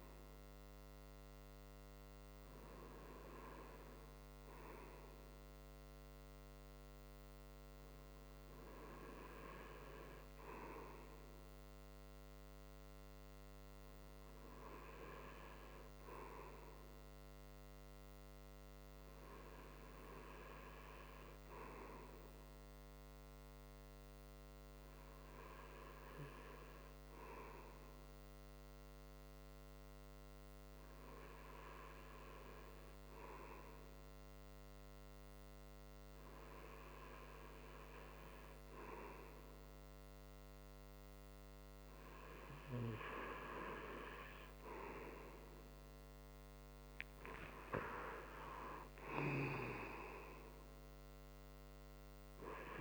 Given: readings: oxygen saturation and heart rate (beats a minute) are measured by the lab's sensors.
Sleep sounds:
breathing in sleep by a microphone on the trachea; none
none scored
From the record:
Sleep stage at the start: N2 (light sleep); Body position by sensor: on the front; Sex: male

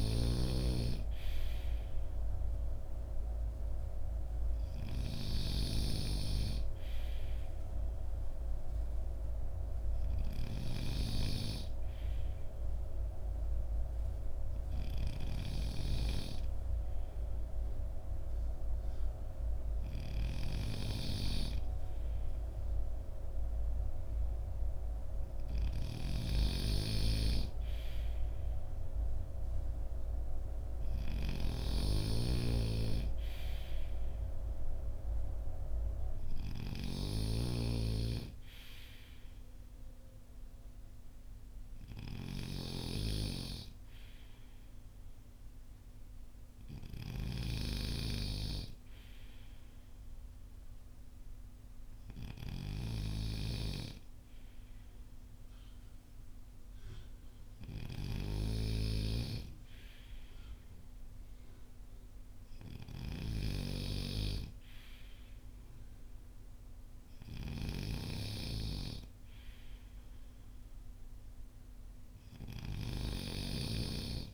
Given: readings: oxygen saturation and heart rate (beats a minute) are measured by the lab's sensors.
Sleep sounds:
breathing in sleep by a room microphone; none
0.00-74.34 s: snoring (device-marked)
From the record:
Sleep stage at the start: N3 (deep sleep); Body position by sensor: on the front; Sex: male

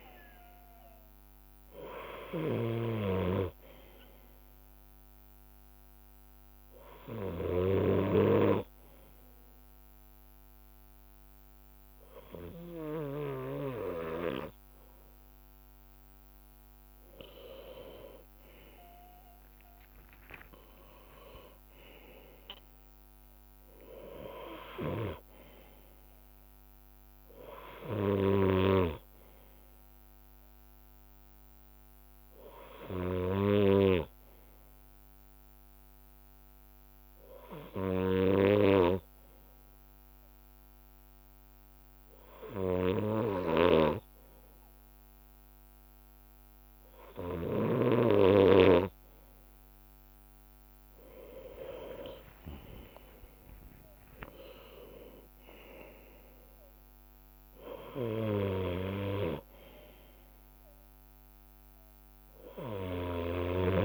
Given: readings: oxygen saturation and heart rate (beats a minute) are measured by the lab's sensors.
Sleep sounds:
breathing in sleep by a microphone on the trachea; 1
1.50-4.00 s: leg movement (device-marked)
3.00-16.00 s: bradycardia (device-marked, heart rate 60 before, 54 extreme)
6.00-16.00 s: hypopnea (oxygen 98% before, 96% lowest, heart rate 60 before, 54 extreme, up 20 after)
6.50-9.00 s: leg movement (device-marked)
14.00-22.00 s: leg movement (device-marked)
14.00-24.00 s: drop in pulse transit time (device-marked, heart rate 59 before, 54 extreme)
18.00-22.50 s: arousal
23.00-26.00 s: leg movement (device-marked)
26.00-49.00 s: bradycardia (device-marked, heart rate 60 before, 45 extreme)
27.50-30.00 s: leg movement (device-marked)
36.00-40.00 s: leg movement (device-marked)
38.00-55.00 s: drop in pulse transit time (device-marked, heart rate 62 before, 45 extreme)
41.00-50.50 s: leg movement (device-marked)
42.50-44.50 s: long interval between heartbeats (device-marked, heart rate 60 before, 55 extreme)
49.50-54.00 s: arousal
51.00-54.50 s: leg movement (device-marked)
52.00-54.00 s: long interval between heartbeats (device-marked, heart rate 52 before, 65 extreme)
59.00-63.85 s: bradycardia (device-marked, heart rate 59 before, 54 extreme)
From the record:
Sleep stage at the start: N2 (light sleep); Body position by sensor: on the left side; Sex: male

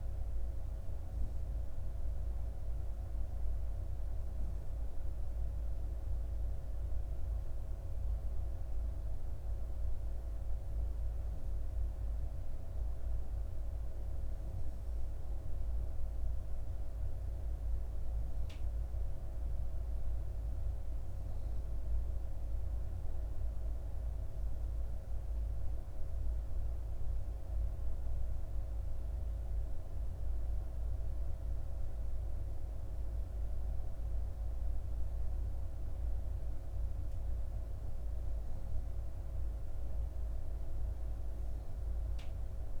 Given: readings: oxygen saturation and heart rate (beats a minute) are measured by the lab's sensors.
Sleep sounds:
breathing in sleep, hard to hear, by a room microphone; none
none scored
From the record:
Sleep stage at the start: N2 (light sleep); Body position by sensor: on the back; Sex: female

